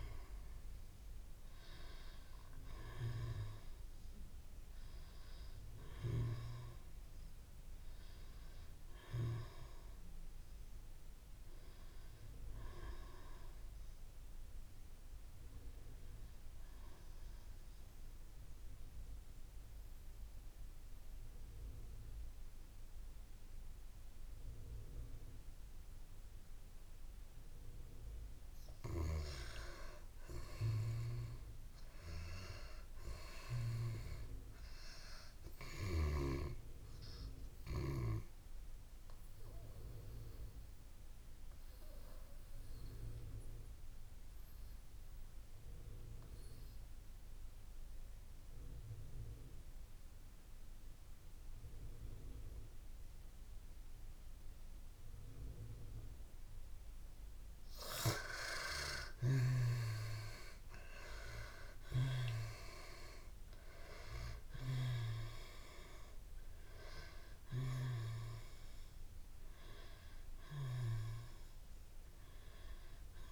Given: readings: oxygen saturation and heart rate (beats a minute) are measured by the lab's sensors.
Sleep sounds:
breathing in sleep by a room microphone; 2
0.00-21.50 s: oxygen desaturation (device-marked, oxygen 79% lowest)
16.50-27.50 s: central apnea (oxygen 95% before, 79% lowest, heart rate 46 before, 27 extreme, up 33 after)
29.50-32.50 s: arousal
36.50-51.50 s: oxygen desaturation (device-marked, oxygen 98% before, 88% lowest, heart rate 49 before, 63 extreme)
38.00-56.00 s: mixed apnea (oxygen 99% before, 79% lowest, heart rate 50 before, 28 extreme, up 26 after)
57.50-73.32 s: oxygen desaturation (device-marked, oxygen 95% before, 79% lowest, heart rate 97 before, 28 extreme)
59.00-62.00 s: arousal
From the record:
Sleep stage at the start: N2 (light sleep); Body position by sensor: on the back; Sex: female

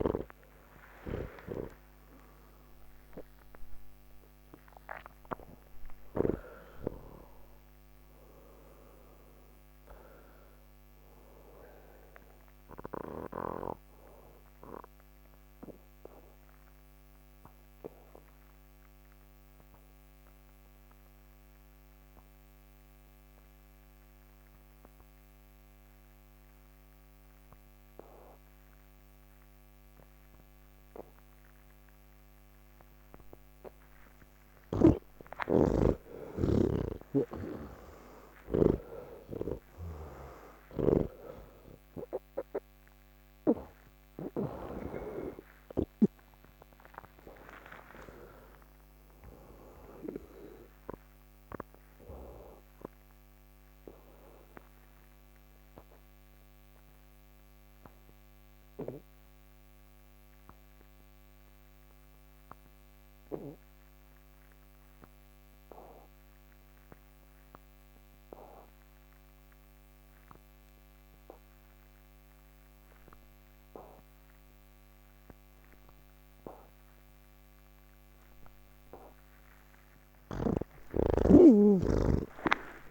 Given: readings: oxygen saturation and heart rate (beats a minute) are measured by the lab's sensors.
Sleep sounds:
breathing in sleep by a microphone on the trachea; 2
0.00-13.50 s: oxygen desaturation (device-marked, oxygen 85% lowest, heart rate 135 extreme)
10.50-32.50 s: obstructive apnea (oxygen 97% before, 87% lowest, heart rate 180 before, 135 extreme)
32.50-50.50 s: oxygen desaturation (device-marked, oxygen 98% before, 91% lowest, heart rate 164 before, 170 extreme)
34.50-46.00 s: snoring (device-marked)
54.00-76.50 s: obstructive apnea (oxygen 98% before, 82% lowest, heart rate 191 before, 160 extreme, up 4 after)
59.50-66.50 s: oxygen desaturation (device-marked, oxygen 92% before, 88% lowest, heart rate 196 before, 165 extreme)
76.50-82.91 s: oxygen desaturation (device-marked, oxygen 98% before, 82% lowest, heart rate 191 before, 133 extreme)
80.00-82.91 s: snoring (device-marked)
From the record:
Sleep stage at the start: N2 (light sleep); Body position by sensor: on the back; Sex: male

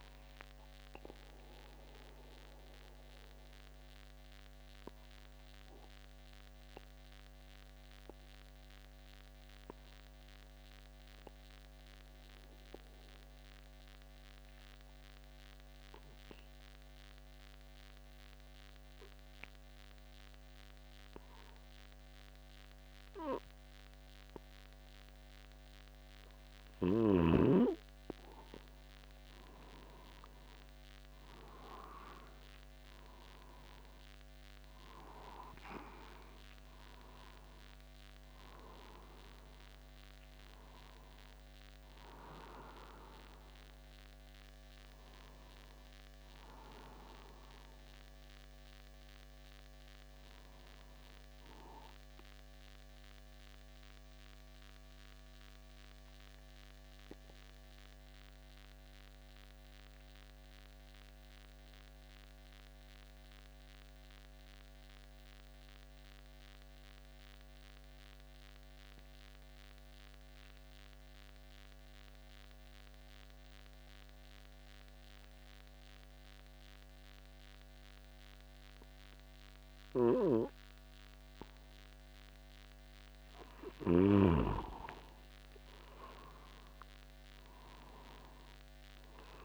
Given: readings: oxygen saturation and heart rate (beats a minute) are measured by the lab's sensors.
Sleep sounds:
breathing in sleep by a microphone on the trachea; 2
2.00-28.00 s: obstructive apnea (oxygen 98% before, 92% lowest, heart rate 50 before, 50 extreme, up 1 after)
30.00-35.00 s: arousal
52.50-84.00 s: mixed apnea (oxygen 96% before, 92% lowest, heart rate 51 before, 49 extreme, up 2 after)
59.00-75.00 s: oxygen desaturation (device-marked, oxygen 95% before, 92% lowest, heart rate 50 before, 49 extreme)
From the record:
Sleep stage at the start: N2 (light sleep); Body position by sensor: upright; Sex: male

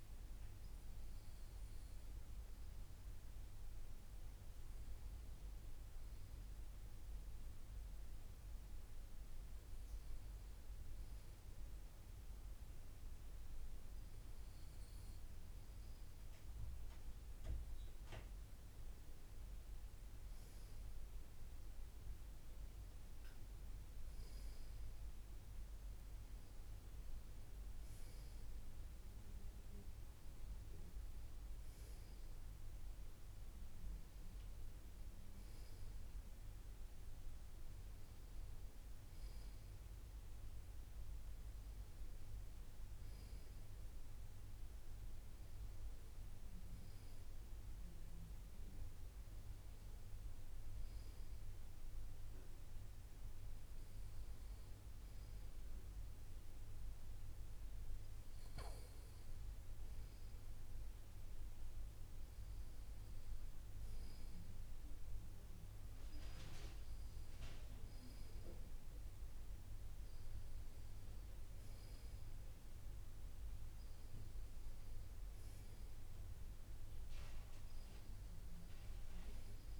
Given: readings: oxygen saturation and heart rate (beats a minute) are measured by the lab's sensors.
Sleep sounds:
breathing in sleep, hard to hear, by a room microphone; none
none scored
From the record:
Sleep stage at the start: N2 (light sleep); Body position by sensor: on the right side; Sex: male

